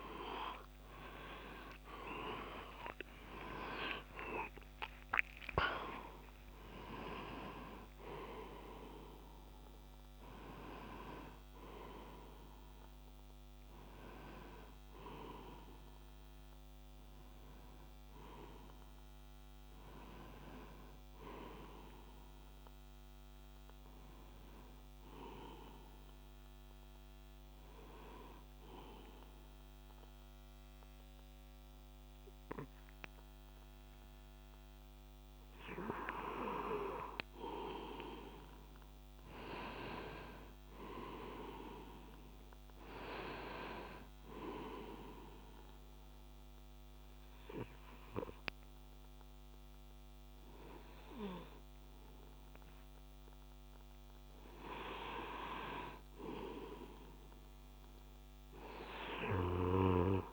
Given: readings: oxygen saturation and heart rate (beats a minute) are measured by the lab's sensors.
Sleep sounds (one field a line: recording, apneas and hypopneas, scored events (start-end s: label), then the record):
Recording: breathing in sleep by a microphone on the trachea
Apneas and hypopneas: 2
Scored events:
0.00-5.00 s: arousal
22.50-60.33 s: new sleep stage, N2 (light sleep)
25.50-36.00 s: obstructive apnea (oxygen 98% before, 96% lowest)
38.50-42.50 s: arousal
44.50-54.50 s: obstructive apnea (oxygen 100% before, 96% lowest)
50.50-60.33 s: oxygen desaturation (device-marked, oxygen 99% before, 96% lowest)
59.00-60.33 s: arousal
From the record:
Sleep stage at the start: N1 (lightest sleep)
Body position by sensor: on the left side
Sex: male